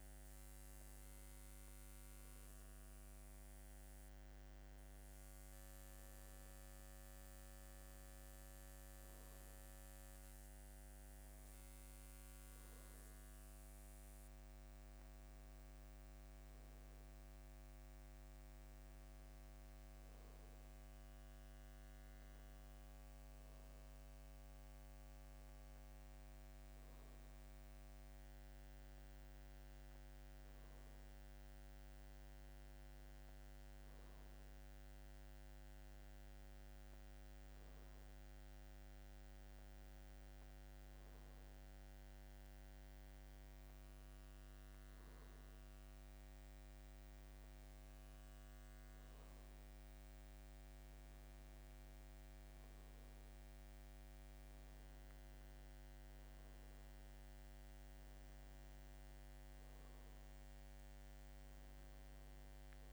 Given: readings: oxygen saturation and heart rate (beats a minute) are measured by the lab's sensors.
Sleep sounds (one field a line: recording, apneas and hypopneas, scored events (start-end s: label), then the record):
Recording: breathing in sleep, hard to hear, by a microphone on the trachea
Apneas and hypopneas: none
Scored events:
50.00-54.00 s: arousal
From the record:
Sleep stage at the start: N2 (light sleep)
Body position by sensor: on the back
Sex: male